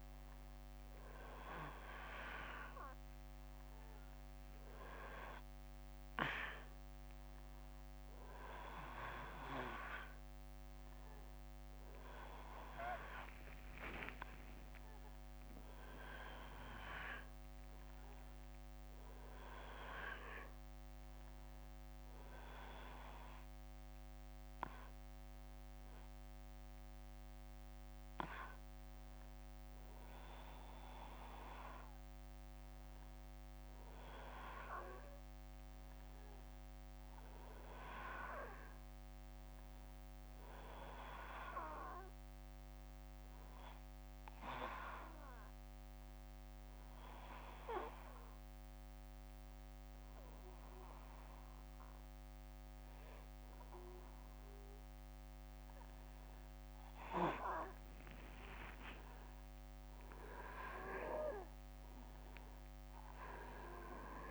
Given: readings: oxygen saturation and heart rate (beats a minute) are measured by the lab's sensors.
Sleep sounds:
breathing in sleep by a microphone on the trachea; 1
11.50-16.00 s: arousal
42.50-53.50 s: obstructive apnea (oxygen 96% before, 92% lowest, heart rate 67 before, 61 extreme, up 3 after)
55.50-60.00 s: arousal
From the record:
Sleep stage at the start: N1 (lightest sleep); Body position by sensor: on the back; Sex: male

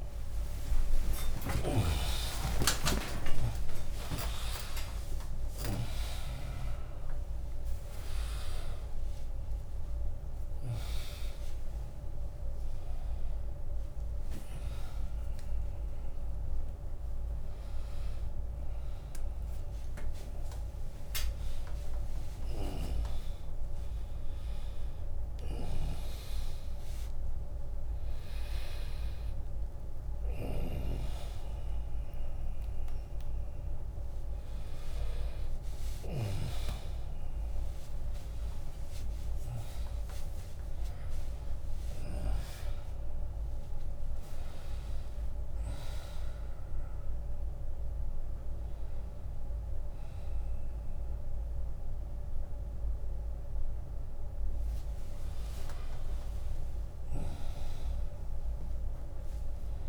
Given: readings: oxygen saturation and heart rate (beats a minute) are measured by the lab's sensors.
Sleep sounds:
a person awake in a sleep study, by a room microphone; none
0.00-1.50 s: long interval between heartbeats (device-marked, heart rate 92 extreme)
0.00-4.50 s: tachycardia (device-marked, heart rate 117 extreme)
0.00-14.50 s: drop in pulse transit time (device-marked, heart rate 83 extreme)
0.00-24.50 s: oxygen desaturation (device-marked, oxygen 83% lowest, heart rate 73 extreme)
1.00-5.50 s: snoring (device-marked)
1.50-3.50 s: long interval between heartbeats (device-marked, heart rate 84 before, 110 extreme)
25.00-27.00 s: long interval between heartbeats (device-marked, heart rate 91 before, 74 extreme)
28.50-34.50 s: tachycardia (device-marked, heart rate 80 before, 108 extreme)
31.00-33.00 s: long interval between heartbeats (device-marked, heart rate 84 before, 93 extreme)
37.50-39.50 s: long interval between heartbeats (device-marked, heart rate 90 before, 87 extreme)
42.50-59.89 s: new sleep stage, N1 (lightest sleep)
54.50-56.50 s: long interval between heartbeats (device-marked, heart rate 83 before, 77 extreme)
From the record:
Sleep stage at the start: awake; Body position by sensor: on the right side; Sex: male

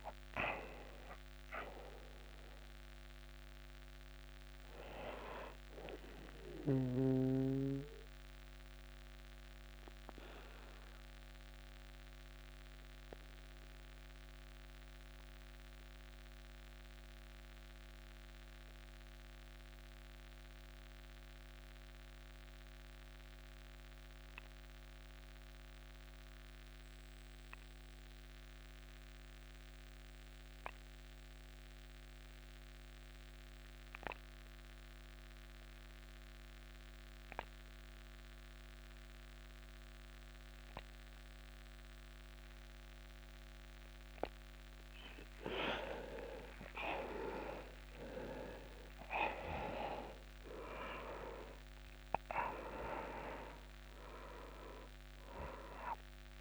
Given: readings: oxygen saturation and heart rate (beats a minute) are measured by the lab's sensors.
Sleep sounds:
breathing in sleep by a microphone on the trachea; 1
0.00-19.00 s: oxygen desaturation (device-marked, oxygen 85% lowest, heart rate 26 extreme)
8.00-43.50 s: obstructive apnea (oxygen 96% before, 85% lowest, heart rate 36 before, 28 extreme, up 33 after)
38.00-56.41 s: oxygen desaturation (device-marked, oxygen 99% before, 86% lowest, heart rate 50 before, 28 extreme)
From the record:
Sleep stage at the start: N2 (light sleep); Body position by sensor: on the back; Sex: male

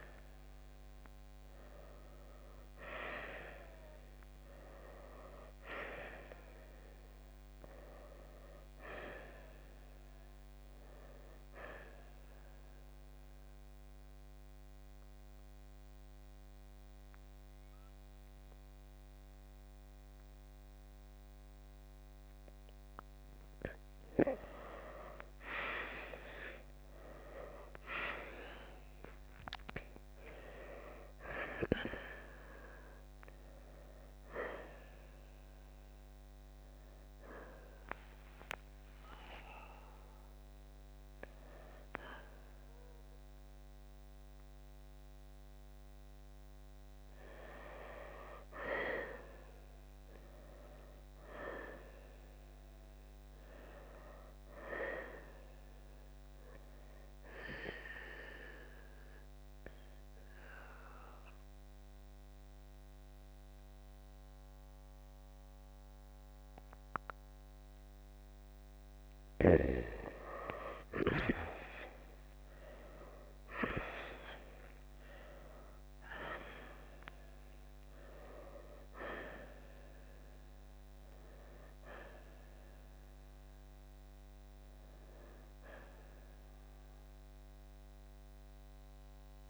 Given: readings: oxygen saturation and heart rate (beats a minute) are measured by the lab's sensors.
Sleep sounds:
breathing in sleep by a microphone on the trachea; 2
0.00-4.50 s: arousal
3.50-17.50 s: oxygen desaturation (device-marked, oxygen 93% before, 89% lowest, heart rate 64 before, 55 extreme)
13.00-23.50 s: central apnea (oxygen 93% before, 88% lowest, heart rate 63 before, 55 extreme, up 13 after)
19.50-32.50 s: oxygen desaturation (device-marked, oxygen 95% before, 89% lowest, heart rate 63 before, 55 extreme)
25.50-30.00 s: arousal
50.50-54.00 s: arousal
51.50-61.50 s: oxygen desaturation (device-marked, oxygen 94% before, 88% lowest, heart rate 65 before, 57 extreme)
59.50-69.50 s: mixed apnea (oxygen 94% before, 87% lowest, heart rate 63 before, 57 extreme, up 7 after)
66.50-78.50 s: oxygen desaturation (device-marked, oxygen 94% before, 90% lowest, heart rate 61 before, 56 extreme)
71.50-75.00 s: arousal
From the record:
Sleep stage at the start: N2 (light sleep); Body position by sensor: on the right side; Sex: male

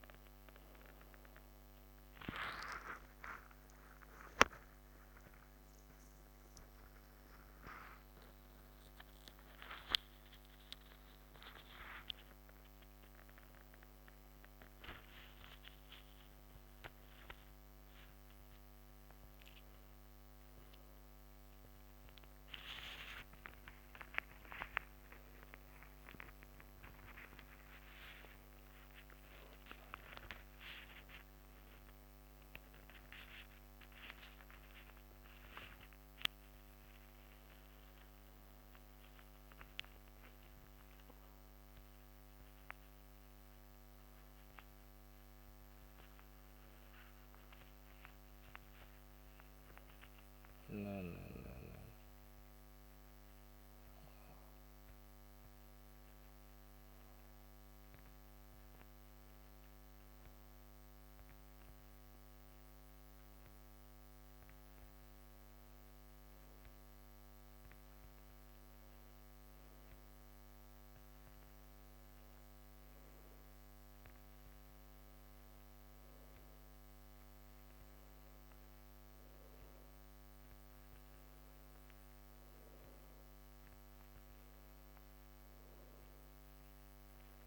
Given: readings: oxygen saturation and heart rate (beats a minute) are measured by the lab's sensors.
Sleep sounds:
a person partly awake in a sleep study, by a microphone on the trachea; none
18.00-87.46 s: new sleep stage, N1 (lightest sleep)
From the record:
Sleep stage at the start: awake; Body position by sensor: on the back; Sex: male

